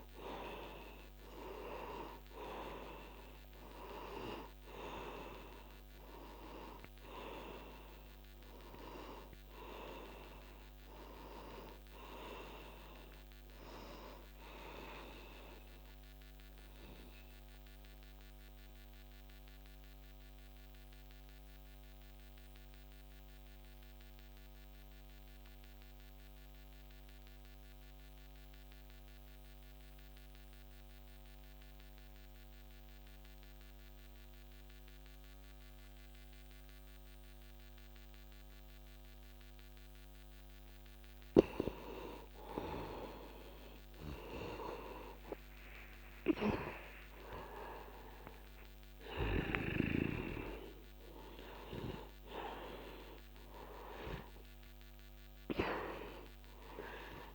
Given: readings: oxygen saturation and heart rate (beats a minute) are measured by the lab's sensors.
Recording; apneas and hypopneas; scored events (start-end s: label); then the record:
breathing in sleep by a microphone on the trachea; 1
0.00-23.50 s: oxygen desaturation (device-marked, oxygen 89% lowest, heart rate 27 extreme)
17.50-42.50 s: mixed apnea (oxygen 97% before, 86% lowest, heart rate 56 before, 54 extreme, up 1 after)
49.50-55.50 s: arousal
50.50-57.35 s: oxygen desaturation (device-marked, oxygen 98% before, 86% lowest, heart rate 63 before, 54 extreme)
From the record:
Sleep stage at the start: N2 (light sleep); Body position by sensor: on the back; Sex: male